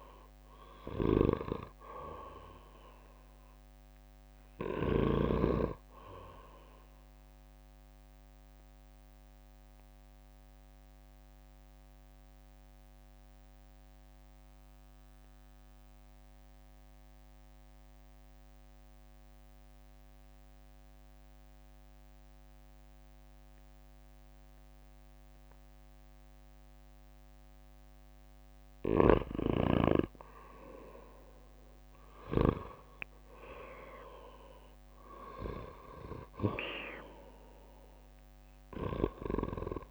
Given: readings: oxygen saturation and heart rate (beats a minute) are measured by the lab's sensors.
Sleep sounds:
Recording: breathing in sleep by a microphone on the trachea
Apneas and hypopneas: 1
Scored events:
0.00-21.00 s: oxygen desaturation (device-marked, oxygen 91% lowest, heart rate 54 extreme)
8.00-28.50 s: obstructive apnea (oxygen 97% before, 87% lowest, heart rate 65 before, 54 extreme, up 10 after)
31.00-39.91 s: oxygen desaturation (device-marked, oxygen 98% before, 87% lowest, heart rate 59 before, 54 extreme)
31.50-35.50 s: arousal
From the record:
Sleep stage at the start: N2 (light sleep)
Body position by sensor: on the back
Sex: male

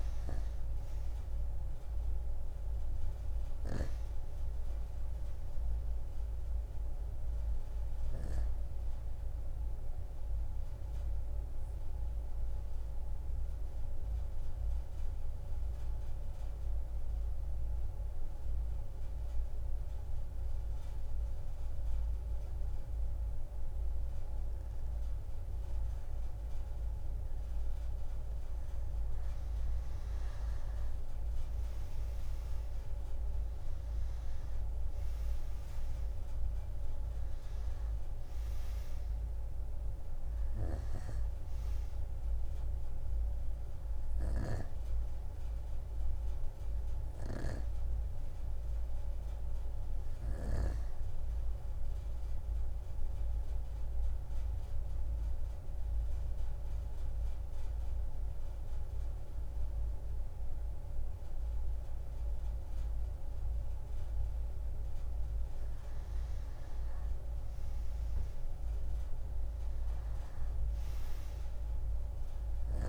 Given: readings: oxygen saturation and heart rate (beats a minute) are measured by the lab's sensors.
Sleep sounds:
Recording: breathing in sleep, hard to hear, by a room microphone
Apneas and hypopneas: 2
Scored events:
0.00-8.50 s: oxygen desaturation (device-marked, oxygen 88% lowest)
10.00-28.00 s: obstructive apnea (oxygen 94% before, 88% lowest)
30.50-34.50 s: arousal
31.50-54.50 s: oxygen desaturation (device-marked, oxygen 96% before, 88% lowest)
51.50-64.00 s: obstructive apnea (oxygen 96% before, 89% lowest)
67.50-72.50 s: arousal
71.50-72.89 s: oxygen desaturation (device-marked, oxygen 96% before, 91% lowest)
From the record:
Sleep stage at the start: N2 (light sleep)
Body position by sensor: on the right side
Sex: female

